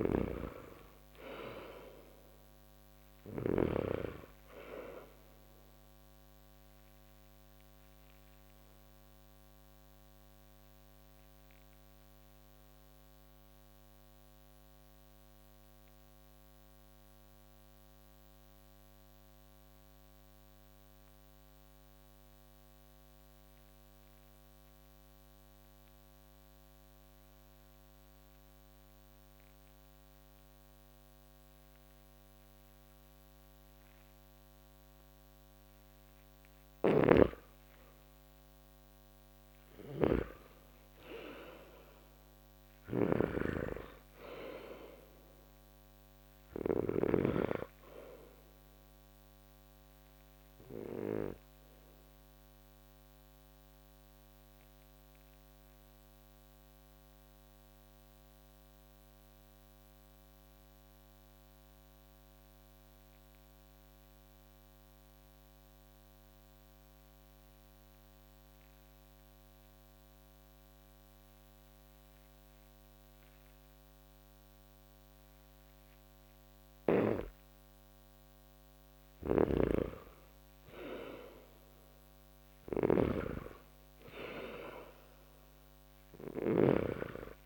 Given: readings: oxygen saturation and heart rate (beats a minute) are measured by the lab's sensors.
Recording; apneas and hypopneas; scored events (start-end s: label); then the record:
breathing in sleep by a microphone on the trachea; 2
0.00-2.50 s: arousal
0.00-3.00 s: snoring (device-marked)
0.50-25.50 s: oxygen desaturation (device-marked, oxygen 97% before, 83% lowest)
5.50-34.50 s: obstructive apnea (oxygen 98% before, 81% lowest)
36.00-46.50 s: snoring (device-marked)
36.50-67.50 s: oxygen desaturation (device-marked, oxygen 98% before, 81% lowest)
37.00-40.50 s: arousal
49.00-76.00 s: obstructive apnea (oxygen 98% before, 81% lowest)
77.50-87.46 s: oxygen desaturation (device-marked, oxygen 98% before, 82% lowest)
78.50-82.00 s: arousal
78.50-87.46 s: snoring (device-marked)
From the record:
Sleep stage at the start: N2 (light sleep); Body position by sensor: on the back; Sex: male